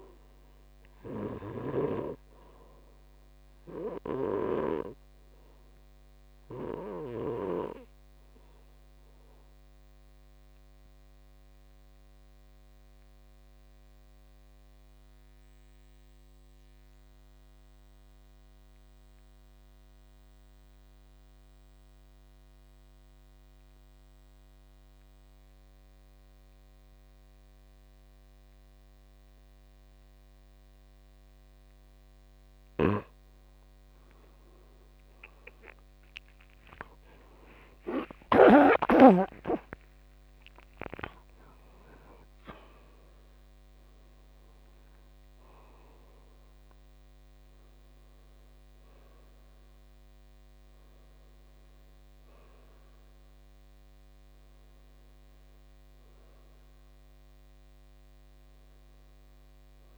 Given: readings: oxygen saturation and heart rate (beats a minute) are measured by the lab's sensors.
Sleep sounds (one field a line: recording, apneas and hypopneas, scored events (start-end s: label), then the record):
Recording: breathing in sleep by a microphone on the trachea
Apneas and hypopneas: 1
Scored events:
0.00-3.50 s: oxygen desaturation (device-marked, oxygen 89% lowest, heart rate 57 extreme)
5.50-22.50 s: oxygen desaturation (device-marked, oxygen 93% before, 85% lowest, heart rate 64 before, 57 extreme)
5.50-31.50 s: obstructive apnea (oxygen 98% before, 76% lowest, heart rate 64 before, 57 extreme, up 11 after)
32.50-59.98 s: new sleep stage, N1 (lightest sleep)
34.50-59.98 s: oxygen desaturation (device-marked, oxygen 97% before, 76% lowest, heart rate 62 before, 45 extreme)
35.50-39.50 s: arousal
From the record:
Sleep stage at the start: N2 (light sleep)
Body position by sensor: on the back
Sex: male